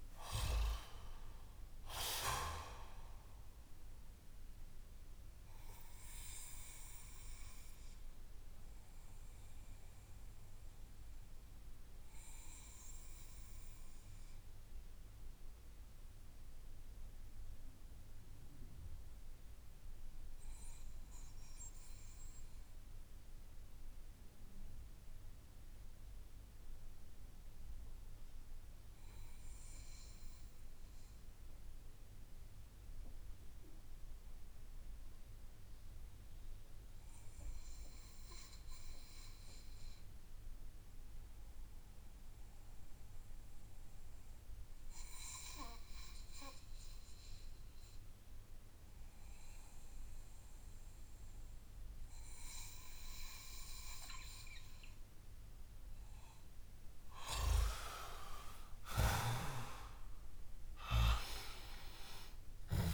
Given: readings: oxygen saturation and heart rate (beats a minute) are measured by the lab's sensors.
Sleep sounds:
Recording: breathing in sleep by a room microphone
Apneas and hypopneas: 1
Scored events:
0.00-13.50 s: oxygen desaturation (device-marked, oxygen 93% lowest)
4.50-55.00 s: obstructive apnea (oxygen 98% before, 87% lowest)
15.50-31.50 s: oxygen desaturation (device-marked, oxygen 94% before, 90% lowest)
53.50-62.94 s: oxygen desaturation (device-marked, oxygen 97% before, 87% lowest)
56.00-61.00 s: arousal
From the record:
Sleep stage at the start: N2 (light sleep)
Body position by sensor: on the back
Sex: male

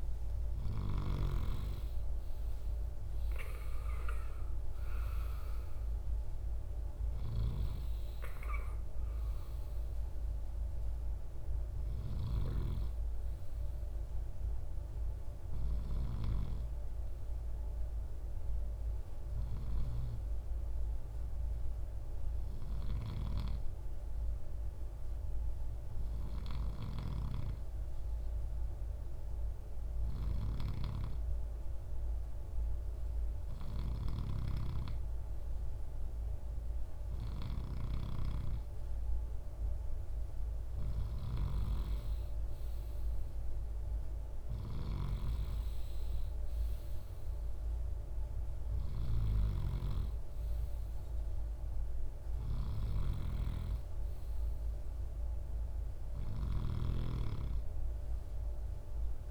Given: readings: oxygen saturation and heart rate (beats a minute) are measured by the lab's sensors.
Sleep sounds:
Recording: breathing in sleep by a room microphone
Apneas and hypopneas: 1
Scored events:
11.00-15.50 s: snoring (device-marked)
19.50-36.50 s: hypopnea (oxygen 94% before, 93% lowest, heart rate 69 before, 57 extreme, up 8 after)
39.50-42.50 s: arousal
40.50-59.31 s: snoring (device-marked)
From the record:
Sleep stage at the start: N2 (light sleep)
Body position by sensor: on the right side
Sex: male

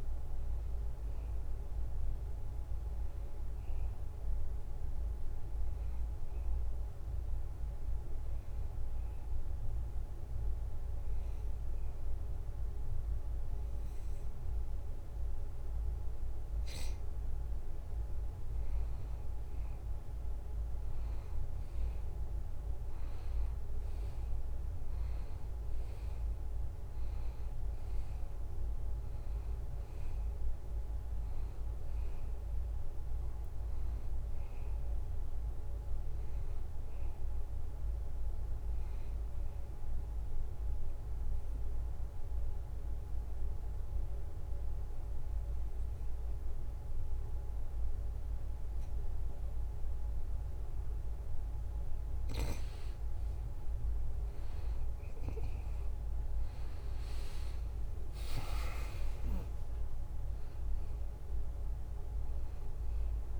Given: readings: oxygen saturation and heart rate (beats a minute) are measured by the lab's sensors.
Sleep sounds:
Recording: breathing in sleep, hard to hear, by a room microphone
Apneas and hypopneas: 2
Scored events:
0.00-4.50 s: oxygen desaturation (device-marked, oxygen 90% lowest, heart rate 73 extreme)
4.50-17.00 s: hypopnea (oxygen 93% before, 88% lowest, heart rate 75 before, 73 extreme, up 1 after)
19.50-23.50 s: arousal
24.50-44.50 s: oxygen desaturation (device-marked, oxygen 94% before, 90% lowest, heart rate 75 before, 71 extreme)
39.00-50.00 s: obstructive apnea (oxygen 95% before, 87% lowest, heart rate 76 before, 71 extreme, up 2 after)
53.50-57.00 s: arousal
56.50-63.40 s: oxygen desaturation (device-marked, oxygen 95% before, 87% lowest, heart rate 74 before, 72 extreme)
61.50-63.40 s: drop in pulse transit time (device-marked, heart rate 74 before, 74 extreme)
From the record:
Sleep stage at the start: N2 (light sleep)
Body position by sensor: on the back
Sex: male

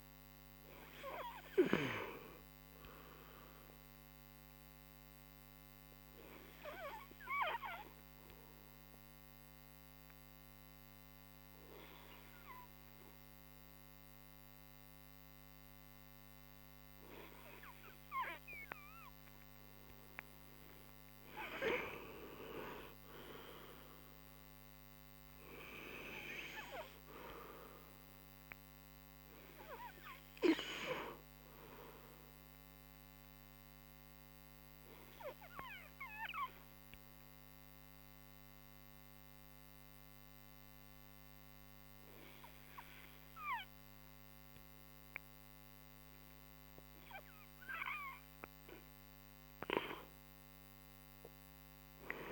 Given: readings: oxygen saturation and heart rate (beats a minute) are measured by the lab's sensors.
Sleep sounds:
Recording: breathing in sleep by a microphone on the trachea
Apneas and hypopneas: 2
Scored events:
8.50-19.00 s: hypopnea (oxygen 97% before, 90% lowest)
22.50-26.00 s: arousal
27.50-46.50 s: oxygen desaturation (device-marked, oxygen 96% before, 91% lowest)
35.00-46.50 s: hypopnea (oxygen 96% before, 90% lowest)
50.50-52.32 s: arousal
From the record:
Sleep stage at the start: N2 (light sleep)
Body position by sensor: on the right side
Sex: male

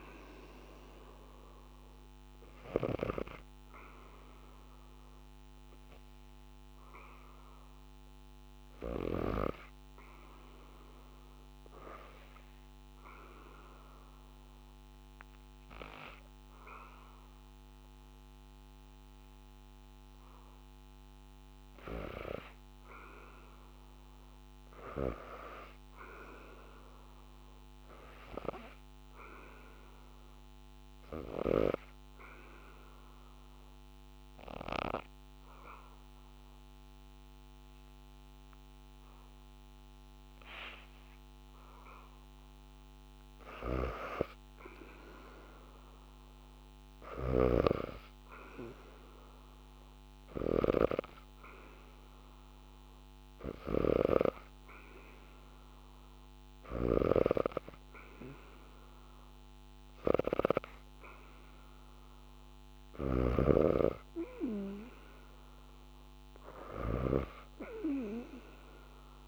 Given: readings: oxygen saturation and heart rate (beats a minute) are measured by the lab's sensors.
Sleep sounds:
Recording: breathing in sleep by a microphone on the trachea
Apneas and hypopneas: 3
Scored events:
0.00-12.50 s: oxygen desaturation (device-marked, oxygen 75% lowest, heart rate 73 extreme)
5.50-9.00 s: arousal
10.50-22.00 s: obstructive apnea (oxygen 97% before, 87% lowest, heart rate 80 before, 73 extreme, up 0 after)
24.50-27.50 s: arousal
31.50-42.50 s: obstructive apnea (oxygen 100% before, 87% lowest, heart rate 75 before, 74 extreme, up 2 after)
34.50-48.50 s: oxygen desaturation (device-marked, oxygen 97% before, 89% lowest, heart rate 75 before, 74 extreme)
45.50-48.00 s: arousal
52.00-62.00 s: hypopnea (oxygen 97% before, 87% lowest, heart rate 75 before, 78 extreme, up 2 after)
53.00-56.50 s: snoring (device-marked)
60.50-67.50 s: oxygen desaturation (device-marked, oxygen 94% before, 87% lowest, heart rate 76 before, 78 extreme)
62.50-66.50 s: snoring (device-marked)
65.00-69.00 s: arousal
From the record:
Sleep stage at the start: N2 (light sleep)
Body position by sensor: on the back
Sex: female

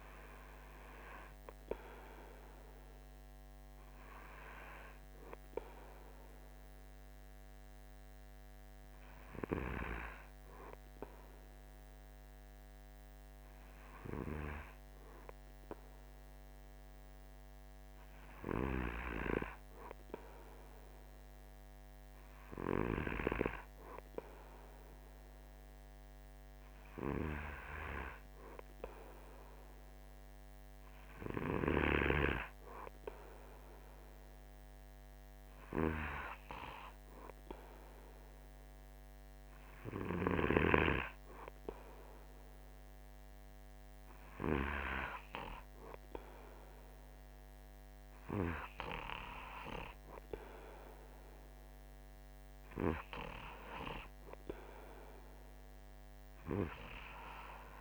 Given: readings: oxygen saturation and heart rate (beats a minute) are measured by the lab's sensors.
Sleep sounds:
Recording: breathing in sleep by a microphone on the trachea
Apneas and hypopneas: none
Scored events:
none scored
From the record:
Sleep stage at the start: N2 (light sleep)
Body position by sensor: on the right side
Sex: male

